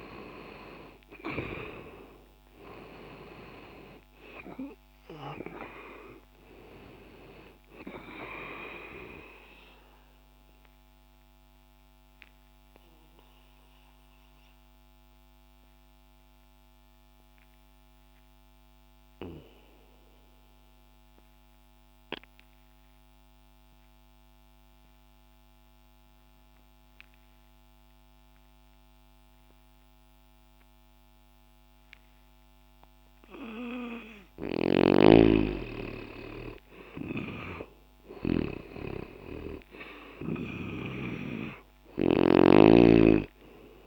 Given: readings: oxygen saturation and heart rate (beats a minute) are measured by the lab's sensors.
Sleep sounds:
breathing in sleep by a microphone on the trachea; 1
0.00-2.00 s: arousal
8.00-34.50 s: obstructive apnea (oxygen 96% before, 85% lowest, heart rate 61 before, 60 extreme, up 1 after)
22.50-32.50 s: oxygen desaturation (device-marked, oxygen 94% before, 88% lowest, heart rate 63 before, 60 extreme)
37.00-41.50 s: arousal
From the record:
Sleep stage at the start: N2 (light sleep); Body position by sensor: on the left side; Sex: male

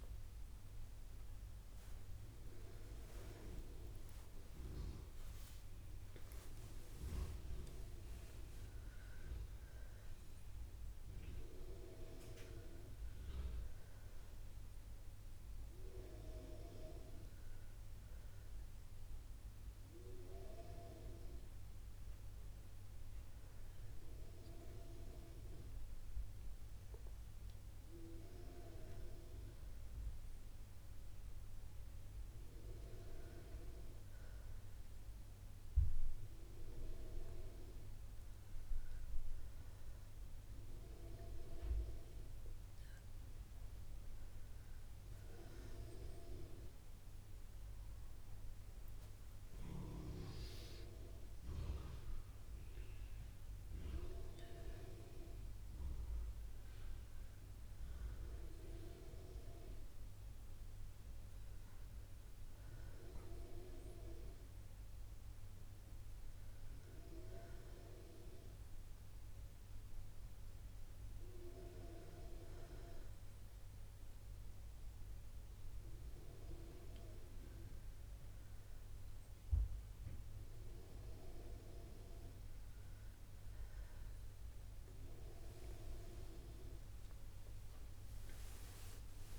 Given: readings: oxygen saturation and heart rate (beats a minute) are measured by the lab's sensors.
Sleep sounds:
breathing in sleep by a room microphone; 1
17.00-25.00 s: oxygen desaturation (device-marked, oxygen 93% before, 89% lowest, heart rate 63 before, 60 extreme)
27.50-32.50 s: arousal
39.00-49.00 s: hypopnea (oxygen 94% before, 91% lowest, heart rate 60 before, 60 extreme, up 2 after)
50.50-54.00 s: arousal
From the record:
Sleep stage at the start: N2 (light sleep); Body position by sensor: on the back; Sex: female

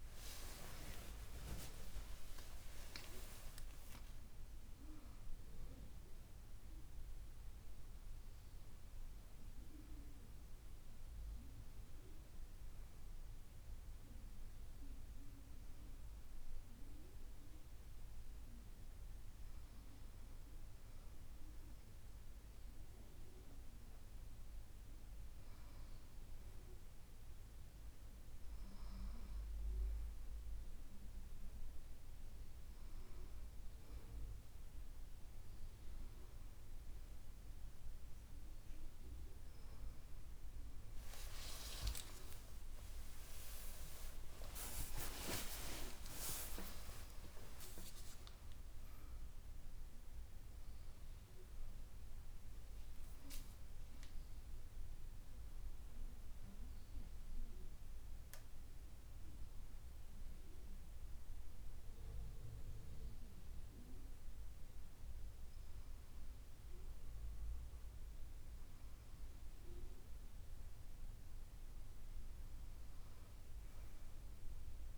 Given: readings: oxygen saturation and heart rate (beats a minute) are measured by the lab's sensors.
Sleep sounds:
a person awake in a sleep study, by a room microphone; none
61.00-74.98 s: new sleep stage, N1 (lightest sleep)
From the record:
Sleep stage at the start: awake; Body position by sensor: on the back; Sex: female

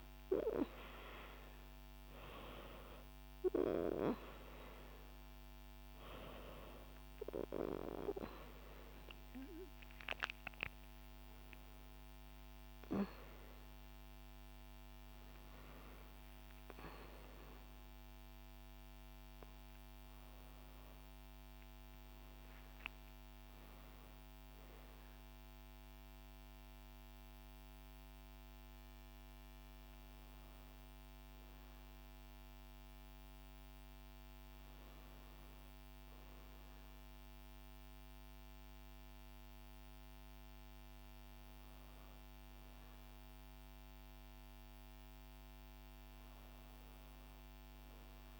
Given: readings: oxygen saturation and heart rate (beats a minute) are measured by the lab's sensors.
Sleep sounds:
breathing in sleep by a microphone on the trachea; none
0.00-12.00 s: oxygen desaturation (device-marked, oxygen 92% lowest, heart rate 71 extreme)
From the record:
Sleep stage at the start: N2 (light sleep); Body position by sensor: on the back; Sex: female

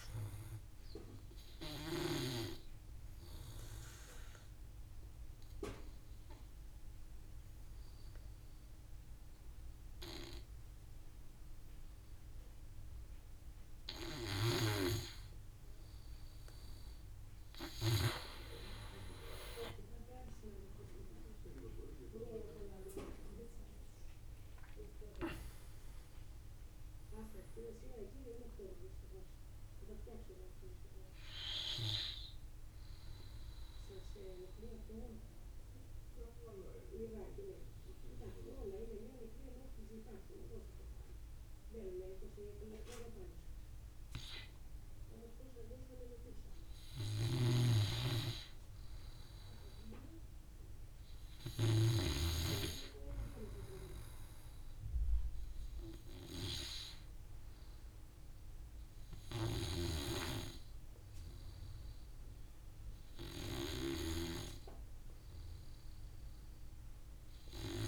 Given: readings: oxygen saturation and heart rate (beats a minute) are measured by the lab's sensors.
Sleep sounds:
breathing in sleep by a room microphone; 2
0.00-9.50 s: oxygen desaturation (device-marked, oxygen 90% lowest, heart rate 53 extreme)
0.50-15.50 s: obstructive apnea (oxygen 96% before, 85% lowest, heart rate 56 before, 48 extreme, up 14 after)
20.00-23.50 s: arousal
21.50-46.50 s: oxygen desaturation (device-marked, oxygen 93% before, 85% lowest, heart rate 60 before, 48 extreme)
22.50-35.50 s: drop in pulse transit time (device-marked, heart rate 60 before, 48 extreme)
32.50-45.00 s: obstructive apnea (oxygen 93% before, 86% lowest, heart rate 64 before, 48 extreme, up 7 after)
47.00-52.00 s: snoring (device-marked)
49.00-52.00 s: arousal
53.50-64.50 s: oxygen desaturation (device-marked, oxygen 99% before, 87% lowest, heart rate 52 before, 48 extreme)
66.50-67.88 s: oxygen desaturation (device-marked, oxygen 95% before, 88% lowest, heart rate 55 before, 58 extreme)
From the record:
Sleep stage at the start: N2 (light sleep); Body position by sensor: on the back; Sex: male

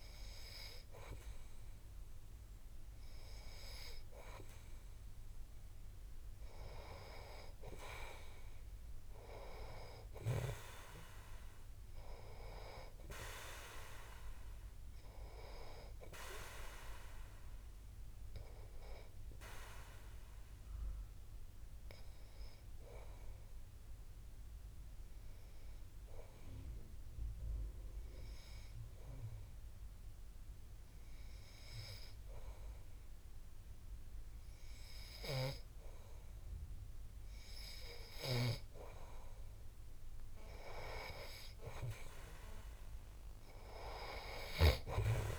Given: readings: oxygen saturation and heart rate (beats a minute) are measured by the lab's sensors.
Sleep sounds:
breathing in sleep by a room microphone; 1
22.00-37.00 s: obstructive apnea (oxygen 93% before, 92% lowest)
40.50-43.50 s: arousal
From the record:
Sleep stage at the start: N2 (light sleep); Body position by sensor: on the back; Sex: male

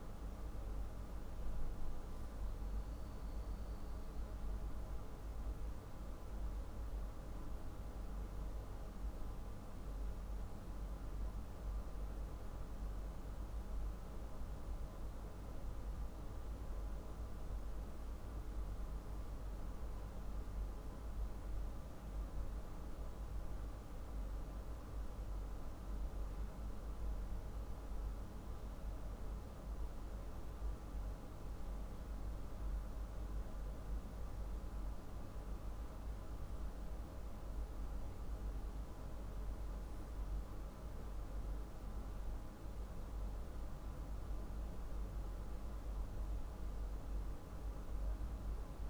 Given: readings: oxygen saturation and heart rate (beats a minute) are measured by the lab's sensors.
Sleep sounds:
breathing in sleep, hard to hear, by a room microphone; none
none scored
From the record:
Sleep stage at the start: N2 (light sleep); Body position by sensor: on the back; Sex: male

